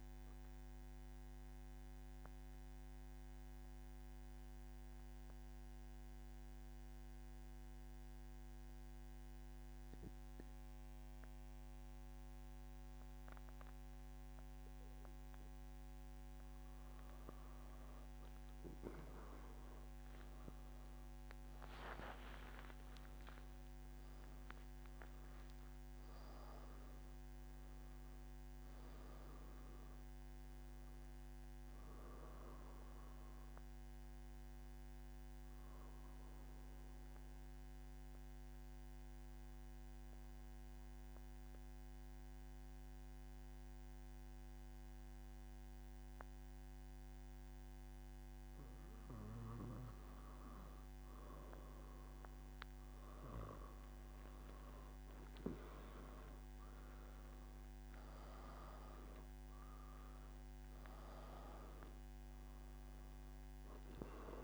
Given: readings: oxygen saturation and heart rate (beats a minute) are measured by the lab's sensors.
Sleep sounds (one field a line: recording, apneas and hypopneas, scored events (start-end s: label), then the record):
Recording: breathing in sleep by a microphone on the trachea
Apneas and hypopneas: 2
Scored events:
1.00-16.50 s: mixed apnea (oxygen 95% before, 92% lowest, heart rate 122 before, 118 extreme, up 7 after)
34.50-49.50 s: obstructive apnea (oxygen 96% before, 91% lowest, heart rate 126 before, 117 extreme, up 1 after)
From the record:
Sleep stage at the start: N3 (deep sleep)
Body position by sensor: on the back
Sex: male